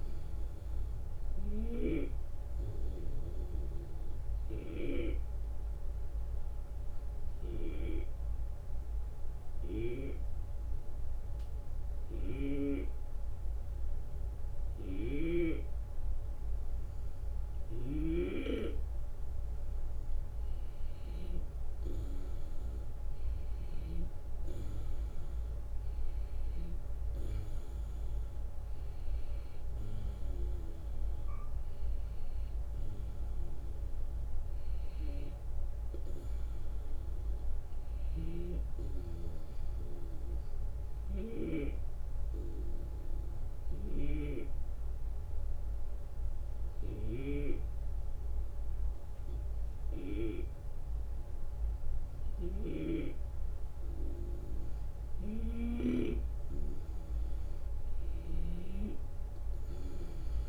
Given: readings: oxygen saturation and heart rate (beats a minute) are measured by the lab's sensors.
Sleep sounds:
breathing in sleep by a room microphone; 2
1.50-20.00 s: obstructive apnea (oxygen 95% before, 91% lowest, heart rate 79 before, 75 extreme, up 4 after)
14.50-18.00 s: snoring (device-marked)
22.50-27.00 s: arousal
38.00-41.50 s: snoring (device-marked)
39.00-54.50 s: obstructive apnea (oxygen 95% before, 91% lowest, heart rate 80 before, 75 extreme, up 2 after)
43.50-60.49 s: snoring (device-marked)
58.00-60.49 s: arousal
From the record:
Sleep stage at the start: N2 (light sleep); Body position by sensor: on the back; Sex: male

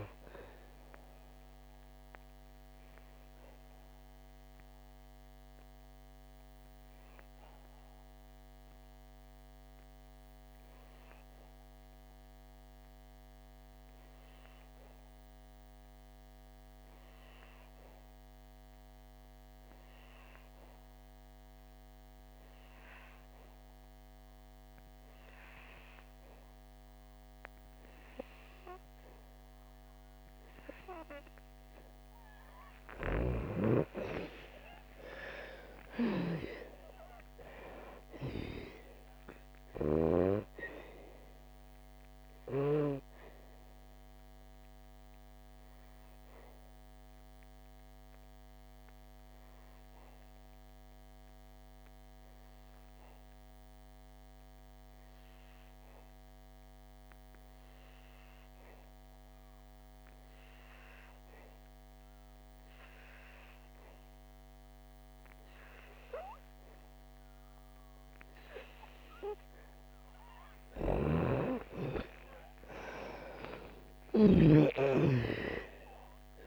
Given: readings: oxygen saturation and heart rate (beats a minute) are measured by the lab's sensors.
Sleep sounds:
breathing in sleep by a microphone on the trachea; 2
0.00-25.50 s: oxygen desaturation (device-marked, oxygen 82% lowest, heart rate 58 extreme)
1.50-31.50 s: obstructive apnea (oxygen 97% before, 81% lowest, heart rate 71 before, 58 extreme, up 35 after)
27.50-64.50 s: oxygen desaturation (device-marked, oxygen 99% before, 81% lowest, heart rate 61 before, 58 extreme)
33.50-38.00 s: arousal
42.50-69.00 s: obstructive apnea (oxygen 99% before, 81% lowest, heart rate 76 before, 58 extreme, up 21 after)
66.50-76.46 s: oxygen desaturation (device-marked, oxygen 98% before, 82% lowest, heart rate 62 before, 57 extreme)
71.00-74.50 s: snoring (device-marked)
71.00-75.00 s: arousal
From the record:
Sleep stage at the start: N2 (light sleep); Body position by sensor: on the back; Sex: female

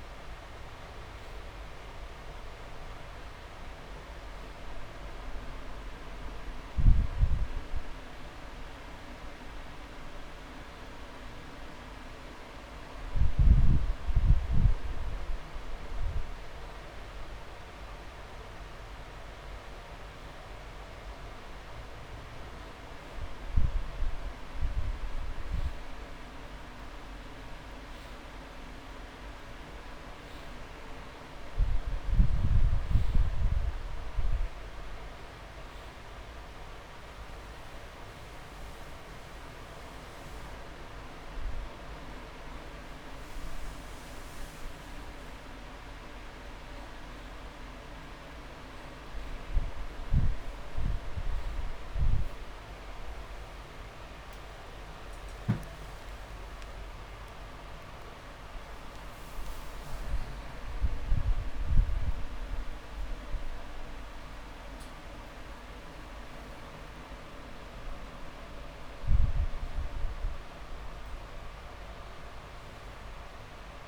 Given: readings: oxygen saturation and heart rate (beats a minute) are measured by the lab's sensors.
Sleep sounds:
breathing in sleep, hard to hear, by a room microphone; none
3.50-12.50 s: drop in pulse transit time (device-marked)
24.50-33.50 s: drop in pulse transit time (device-marked)
54.50-59.00 s: arousal
From the record:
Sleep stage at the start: N2 (light sleep); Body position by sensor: on the back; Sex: male

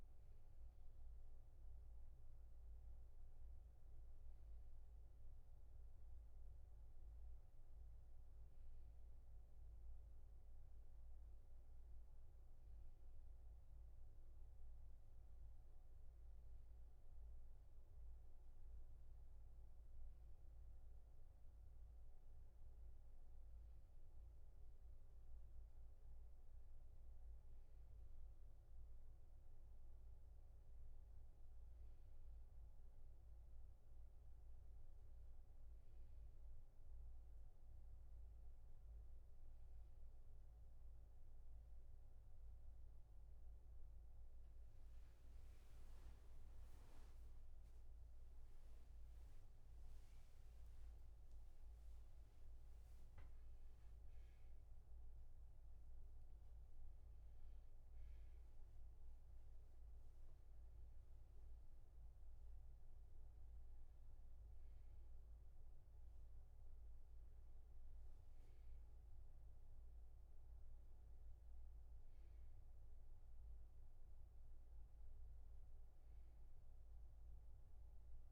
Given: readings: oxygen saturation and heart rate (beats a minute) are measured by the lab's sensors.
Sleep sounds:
a person awake in a sleep study, hard to hear, by a room microphone; none
none scored
From the record:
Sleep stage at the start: awake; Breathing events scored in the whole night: 268 in 4.1 hours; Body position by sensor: on the back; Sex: male

